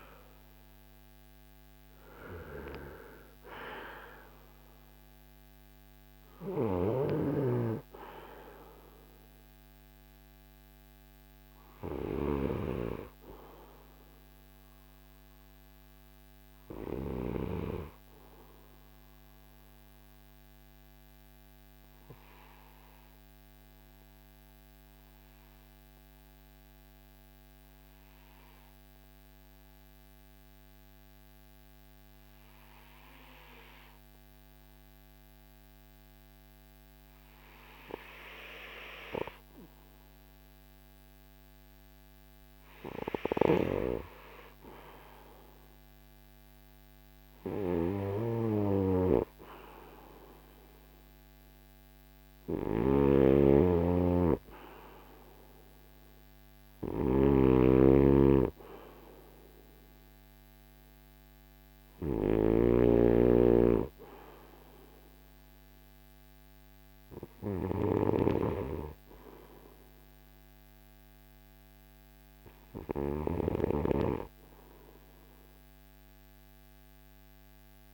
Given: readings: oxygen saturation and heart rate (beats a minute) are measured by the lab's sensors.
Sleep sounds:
breathing in sleep by a microphone on the trachea; 1
18.00-40.00 s: obstructive apnea (oxygen 97% before, 92% lowest, heart rate 56 before, 35 extreme, up 21 after)
43.50-48.50 s: arousal
52.00-62.00 s: snoring (device-marked)
From the record:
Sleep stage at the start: N2 (light sleep); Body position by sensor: on the back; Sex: male

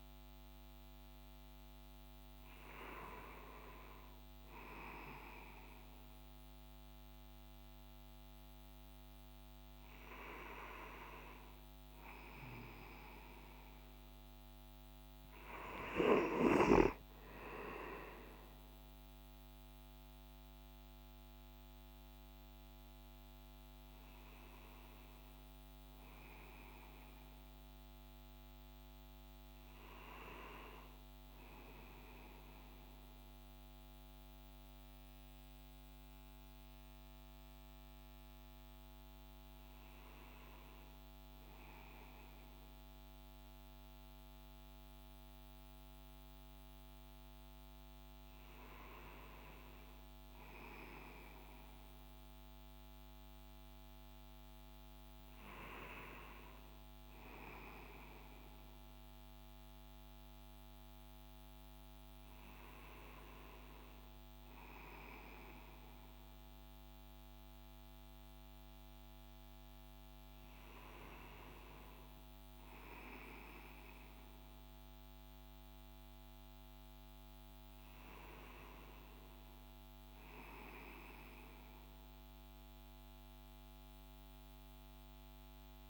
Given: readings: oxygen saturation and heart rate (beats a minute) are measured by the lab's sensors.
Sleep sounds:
a person awake in a sleep study, by a microphone on the trachea; none
none scored
From the record:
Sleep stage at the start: awake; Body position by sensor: on the back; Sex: male

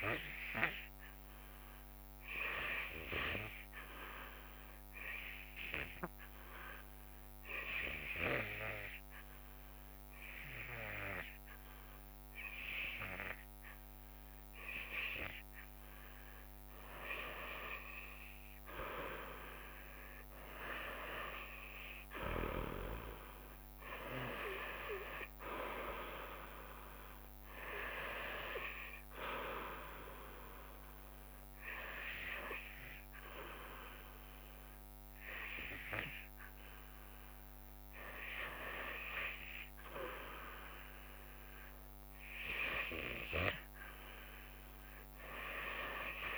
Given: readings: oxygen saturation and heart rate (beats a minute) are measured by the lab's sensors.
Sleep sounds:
breathing in sleep by a microphone on the trachea; 1
5.50-16.50 s: obstructive apnea (oxygen 95% before, 87% lowest, heart rate 73 before, 68 extreme, up 10 after)
13.00-37.00 s: oxygen desaturation (device-marked, oxygen 93% before, 87% lowest, heart rate 71 before, 64 extreme)
23.50-27.00 s: arousal
From the record:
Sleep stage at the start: REM sleep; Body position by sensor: on the back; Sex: female

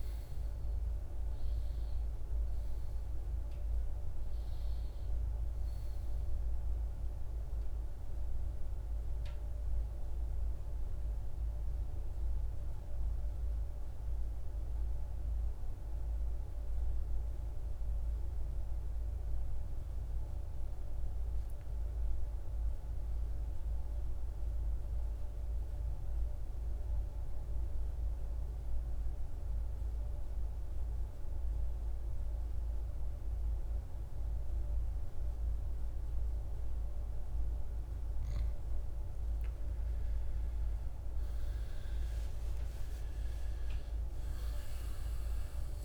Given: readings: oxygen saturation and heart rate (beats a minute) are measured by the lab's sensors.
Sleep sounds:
breathing in sleep, hard to hear, by a room microphone; 2
0.00-5.00 s: oxygen desaturation (device-marked, oxygen 88% lowest, heart rate 53 extreme)
9.00-19.00 s: central apnea (oxygen 98% before, 88% lowest, heart rate 64 before, 53 extreme, up 3 after)
20.00-23.50 s: arousal
26.00-37.50 s: central apnea (oxygen 98% before, 88% lowest, heart rate 55 before, 55 extreme, up 14 after)
33.00-45.85 s: oxygen desaturation (device-marked, oxygen 98% before, 88% lowest, heart rate 55 before, 53 extreme)
40.00-45.85 s: arousal
From the record:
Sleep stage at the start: N2 (light sleep); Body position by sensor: on the right side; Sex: male

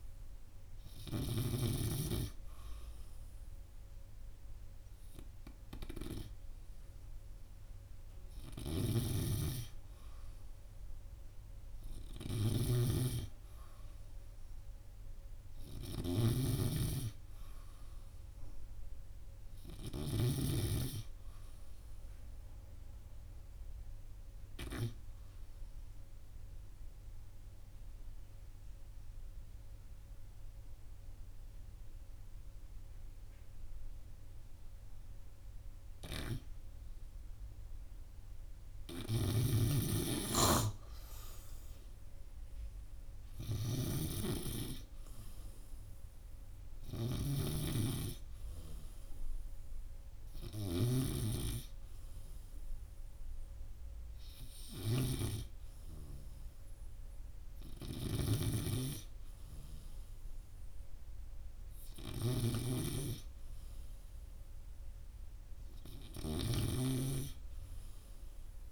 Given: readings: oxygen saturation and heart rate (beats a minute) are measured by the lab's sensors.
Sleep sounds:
breathing in sleep by a room microphone; 1
21.50-24.50 s: arousal
26.50-40.00 s: obstructive apnea (oxygen 98% before, 94% lowest, heart rate 82 before, 75 extreme, up 0 after)
42.00-45.50 s: arousal
From the record:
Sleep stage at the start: N2 (light sleep); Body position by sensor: on the right side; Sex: male

